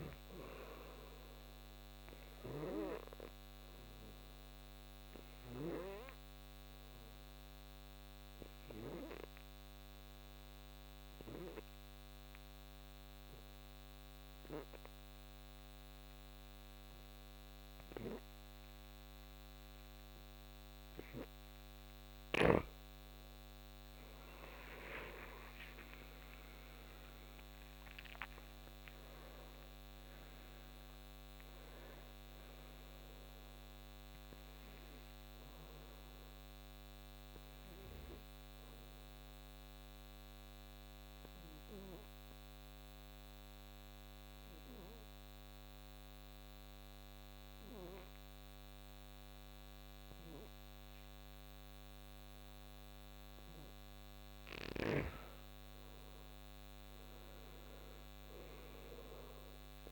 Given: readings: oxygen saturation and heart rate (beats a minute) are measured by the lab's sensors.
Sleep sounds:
breathing in sleep by a microphone on the trachea; 2
0.00-12.00 s: oxygen desaturation (device-marked, oxygen 89% lowest, heart rate 67 extreme)
5.50-21.50 s: obstructive apnea (oxygen 95% before, 83% lowest, heart rate 69 before, 60 extreme, up 11 after)
18.00-43.00 s: oxygen desaturation (device-marked, oxygen 94% before, 83% lowest, heart rate 69 before, 60 extreme)
24.50-29.00 s: arousal
36.50-55.00 s: obstructive apnea (oxygen 94% before, 83% lowest, heart rate 73 before, 61 extreme, up 8 after)
56.50-59.92 s: arousal
From the record:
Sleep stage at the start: N2 (light sleep); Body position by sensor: on the back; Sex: male

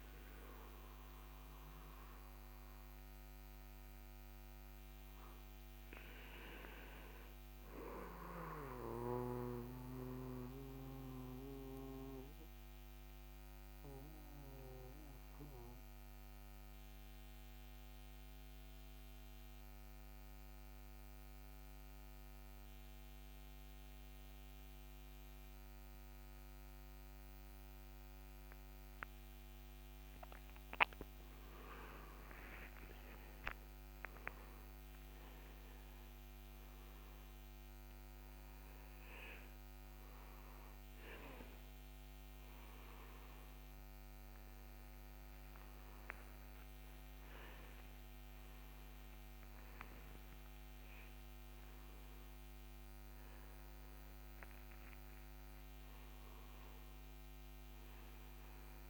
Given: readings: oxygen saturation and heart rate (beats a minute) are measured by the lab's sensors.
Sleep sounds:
breathing in sleep by a microphone on the trachea; 1
11.50-31.50 s: mixed apnea (oxygen 94% before, 93% lowest, heart rate 75 before, 66 extreme, up 15 after)
33.00-36.50 s: arousal
37.50-54.50 s: oxygen desaturation (device-marked, oxygen 98% before, 94% lowest, heart rate 69 before, 69 extreme)
56.00-58.90 s: arousal
From the record:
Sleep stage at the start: N2 (light sleep); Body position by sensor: on the right side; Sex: male

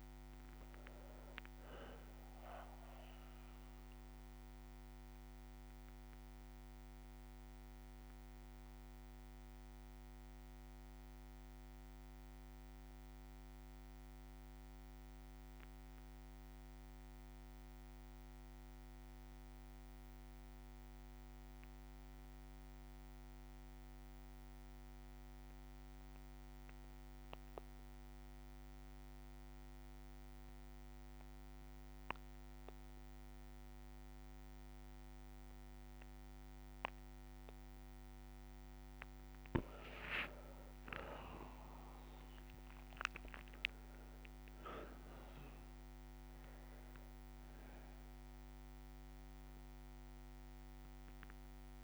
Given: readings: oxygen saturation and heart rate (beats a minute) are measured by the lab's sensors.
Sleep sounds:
breathing in sleep by a microphone on the trachea; 1
0.00-18.00 s: oxygen desaturation (device-marked, oxygen 92% lowest, heart rate 55 extreme)
2.00-28.00 s: bradycardia (device-marked, heart rate 60 before, 55 extreme)
4.00-37.50 s: obstructive apnea (oxygen 99% before, 92% lowest, heart rate 61 before, 55 extreme, up 5 after)
32.00-51.84 s: oxygen desaturation (device-marked, oxygen 99% before, 92% lowest, heart rate 57 before, 55 extreme)
34.00-38.00 s: bradycardia (device-marked, heart rate 60 before, 59 extreme)
39.50-43.00 s: arousal
50.00-51.84 s: bradycardia (device-marked, heart rate 60 before, 55 extreme)
From the record:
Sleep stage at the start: N2 (light sleep); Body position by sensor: on the back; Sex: male

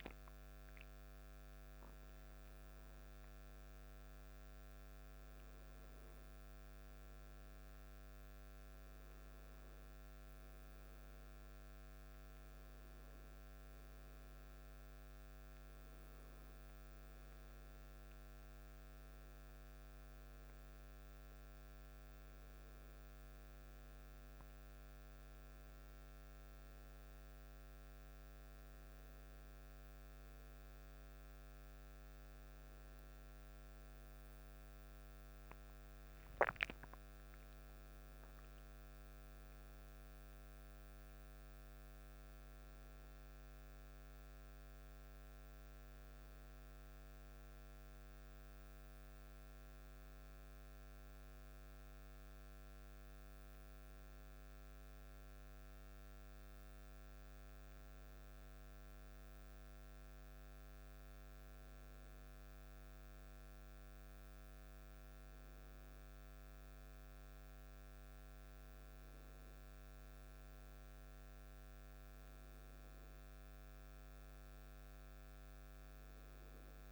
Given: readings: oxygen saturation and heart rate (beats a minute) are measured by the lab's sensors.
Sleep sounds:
a person partly awake in a sleep study, hard to hear, by a microphone on the trachea; none
12.50-76.92 s: new sleep stage, N1 (lightest sleep)
From the record:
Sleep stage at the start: awake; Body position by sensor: on the back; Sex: male

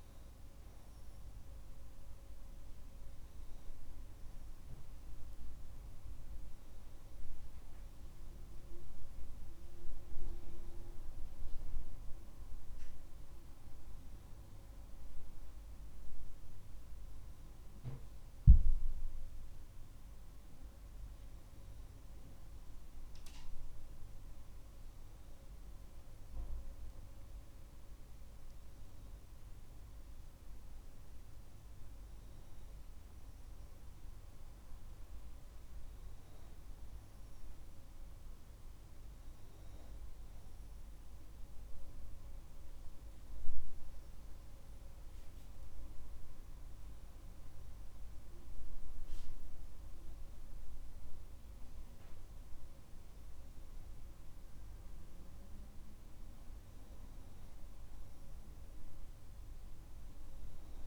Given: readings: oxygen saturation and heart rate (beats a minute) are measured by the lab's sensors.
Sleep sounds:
a person awake in a sleep study, hard to hear, by a room microphone; none
none scored
From the record:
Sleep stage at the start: awake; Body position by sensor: on the right side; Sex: male

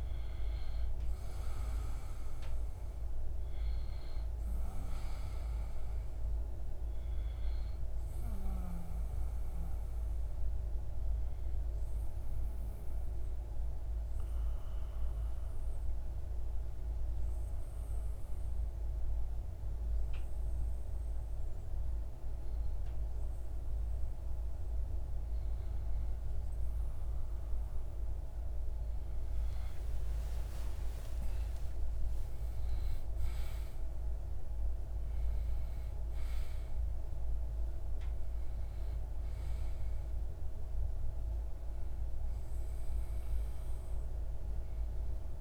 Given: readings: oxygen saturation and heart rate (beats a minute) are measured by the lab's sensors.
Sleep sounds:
breathing in sleep, hard to hear, by a room microphone; 1
0.00-16.00 s: oxygen desaturation (device-marked, oxygen 93% lowest)
9.00-25.00 s: obstructive apnea (oxygen 96% before, 93% lowest)
28.50-34.00 s: arousal
33.00-37.00 s: oxygen desaturation (device-marked, oxygen 96% before, 93% lowest)
From the record:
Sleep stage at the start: N2 (light sleep); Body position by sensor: on the back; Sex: male

